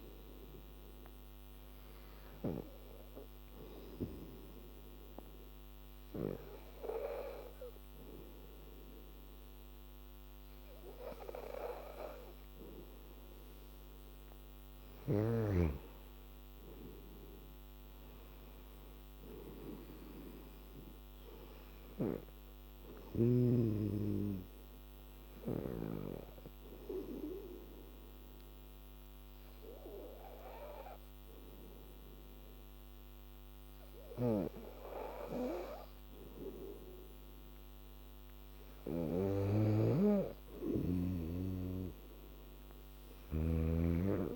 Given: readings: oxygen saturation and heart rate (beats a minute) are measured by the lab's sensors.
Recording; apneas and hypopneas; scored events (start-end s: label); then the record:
breathing in sleep by a microphone on the trachea; 2
0.00-1.50 s: arousal
3.00-10.00 s: oxygen desaturation (device-marked, oxygen 99% before, 95% lowest, heart rate 80 before, 78 extreme)
4.00-15.00 s: hypopnea (oxygen 99% before, 92% lowest, heart rate 80 before, 78 extreme, up 7 after)
16.50-20.00 s: arousal
17.00-32.00 s: oxygen desaturation (device-marked, oxygen 96% before, 93% lowest, heart rate 80 before, 77 extreme)
25.50-38.00 s: hypopnea (oxygen 99% before, 92% lowest, heart rate 81 before, 77 extreme, up 5 after)
39.50-43.50 s: snoring (device-marked)
40.00-43.50 s: arousal
42.00-44.36 s: oxygen desaturation (device-marked, oxygen 97% before, 94% lowest, heart rate 82 before, 77 extreme)
From the record:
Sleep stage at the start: N2 (light sleep); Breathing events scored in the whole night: 298 in 3.7 hours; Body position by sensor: on the back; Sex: female